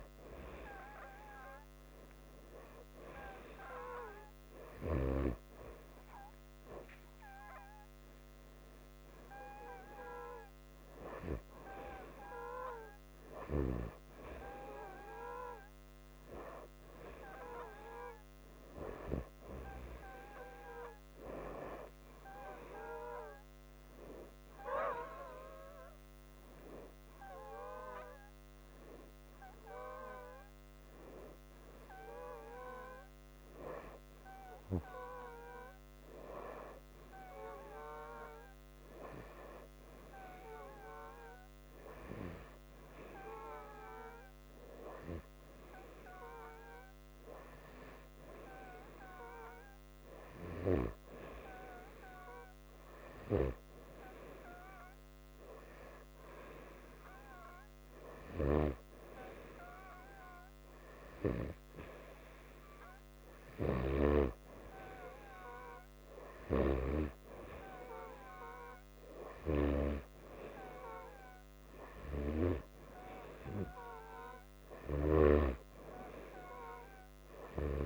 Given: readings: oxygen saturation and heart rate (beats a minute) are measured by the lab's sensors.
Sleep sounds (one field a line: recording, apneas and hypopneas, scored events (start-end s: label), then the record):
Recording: breathing in sleep by a microphone on the trachea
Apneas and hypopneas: none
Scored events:
3.00-77.86 s: new sleep stage, N3 (deep sleep)
From the record:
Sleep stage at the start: N2 (light sleep)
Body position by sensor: upright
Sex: male